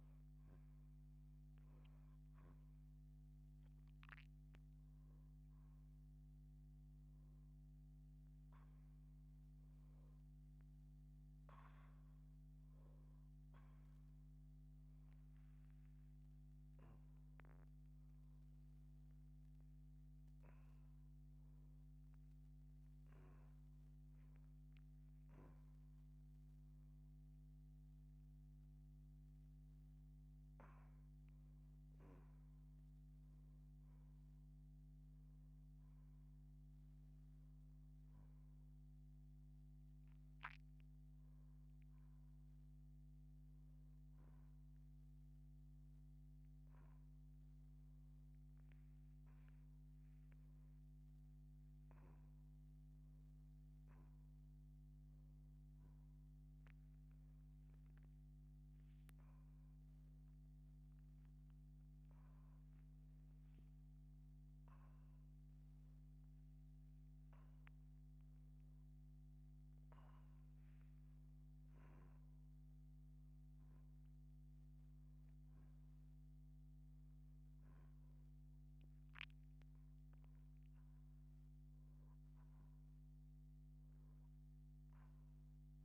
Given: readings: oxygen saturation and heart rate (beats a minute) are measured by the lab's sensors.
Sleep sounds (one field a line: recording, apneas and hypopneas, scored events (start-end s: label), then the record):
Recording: a person awake in a sleep study, hard to hear, by a microphone on the trachea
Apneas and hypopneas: none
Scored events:
none scored
From the record:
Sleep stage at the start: awake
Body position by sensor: on the left side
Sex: female